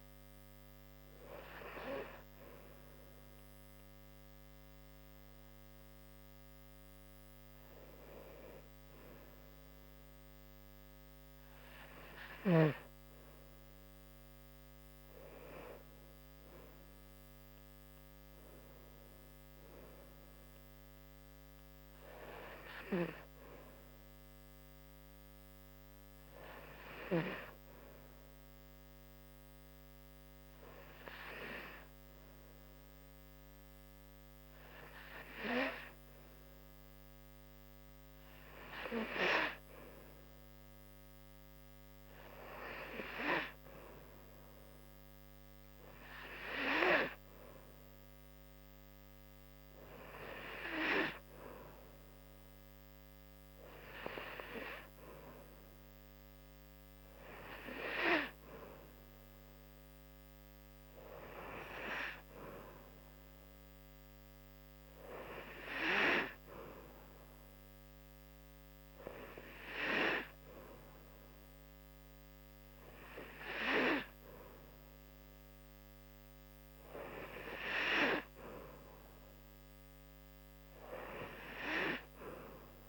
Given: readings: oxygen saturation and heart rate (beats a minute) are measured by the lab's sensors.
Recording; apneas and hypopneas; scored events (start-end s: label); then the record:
breathing in sleep by a microphone on the trachea; 1
0.00-17.50 s: oxygen desaturation (device-marked, oxygen 91% lowest, heart rate 71 extreme)
16.00-19.50 s: arousal
21.50-37.50 s: hypopnea (oxygen 96% before, 92% lowest, heart rate 73 before, 73 extreme, up 4 after)
44.00-48.50 s: arousal
From the record:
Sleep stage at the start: N2 (light sleep); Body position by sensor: on the back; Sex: female